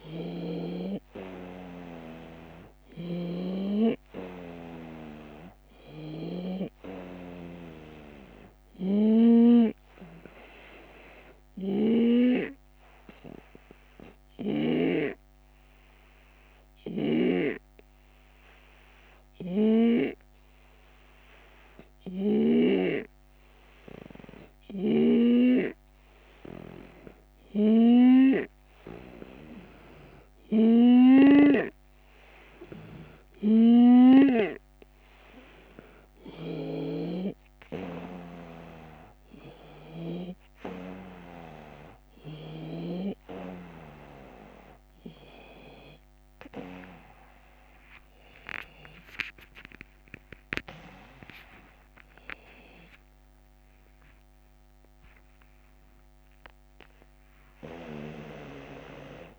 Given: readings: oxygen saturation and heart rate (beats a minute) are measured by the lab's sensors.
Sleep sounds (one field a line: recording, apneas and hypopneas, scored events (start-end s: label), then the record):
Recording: breathing in sleep by a microphone on the trachea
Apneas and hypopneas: 1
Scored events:
2.50-11.50 s: drop in pulse transit time (device-marked)
5.50-7.50 s: long interval between heartbeats (device-marked)
11.50-26.50 s: hypopnea (oxygen 95% before, 90% lowest)
16.50-20.00 s: snoring (device-marked)
22.00-34.00 s: snoring (device-marked)
27.50-35.50 s: drop in pulse transit time (device-marked)
32.50-42.50 s: oxygen desaturation (device-marked, oxygen 95% before, 91% lowest)
33.50-35.50 s: long interval between heartbeats (device-marked)
46.50-52.00 s: arousal
49.50-51.50 s: long interval between heartbeats (device-marked)
From the record:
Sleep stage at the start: N2 (light sleep)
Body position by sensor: on the right side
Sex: male